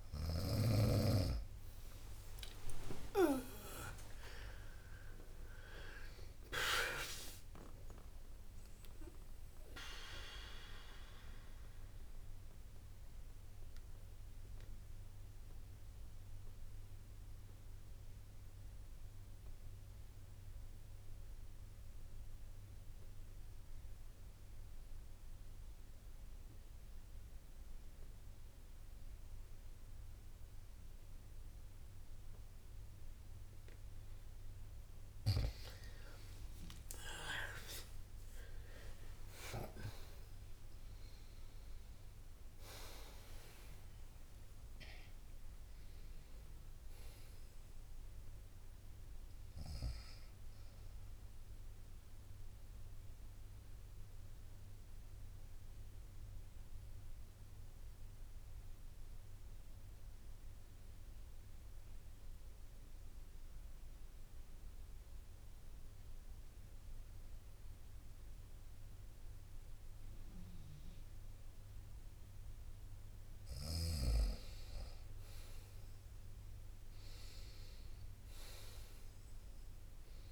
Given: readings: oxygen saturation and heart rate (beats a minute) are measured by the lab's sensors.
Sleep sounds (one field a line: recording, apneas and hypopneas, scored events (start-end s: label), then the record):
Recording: breathing in sleep by a room microphone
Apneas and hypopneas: 2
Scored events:
0.00-6.00 s: tachycardia (device-marked, heart rate 150 extreme)
1.50-3.50 s: long interval between heartbeats (device-marked, heart rate 61 before, 80 extreme)
1.50-6.50 s: arousal
3.00-15.00 s: drop in pulse transit time (device-marked, heart rate 65 before, 77 extreme)
3.50-5.50 s: long interval between heartbeats (device-marked, heart rate 65 before, 143 extreme)
7.00-9.00 s: long interval between heartbeats (device-marked, heart rate 82 before, 119 extreme)
11.00-13.00 s: long interval between heartbeats (device-marked, heart rate 92 before, 88 extreme)
12.50-33.50 s: mixed apnea (oxygen 94% before, 92% lowest, heart rate 93 before, 55 extreme, up 37 after)
20.00-28.00 s: bradycardia (device-marked, heart rate 65 before, 59 extreme)
35.00-37.00 s: long interval between heartbeats (device-marked, heart rate 61 before, 70 extreme)
37.00-42.50 s: arousal
37.50-39.50 s: long interval between heartbeats (device-marked, heart rate 62 before, 86 extreme)
42.00-65.00 s: oxygen desaturation (device-marked, oxygen 99% before, 93% lowest, heart rate 69 before, 55 extreme)
50.00-60.00 s: bradycardia (device-marked, heart rate 65 before, 55 extreme)
52.00-70.50 s: mixed apnea (oxygen 99% before, 93% lowest, heart rate 75 before, 56 extreme, up 2 after)
65.00-74.00 s: bradycardia (device-marked, heart rate 65 before, 58 extreme)
75.50-80.00 s: arousal
76.00-80.32 s: drop in pulse transit time (device-marked, heart rate 58 before, 58 extreme)
79.00-80.32 s: oxygen desaturation (device-marked, oxygen 98% before, 93% lowest, heart rate 59 before, 58 extreme)
From the record:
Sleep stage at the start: N2 (light sleep)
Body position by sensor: on the right side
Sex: female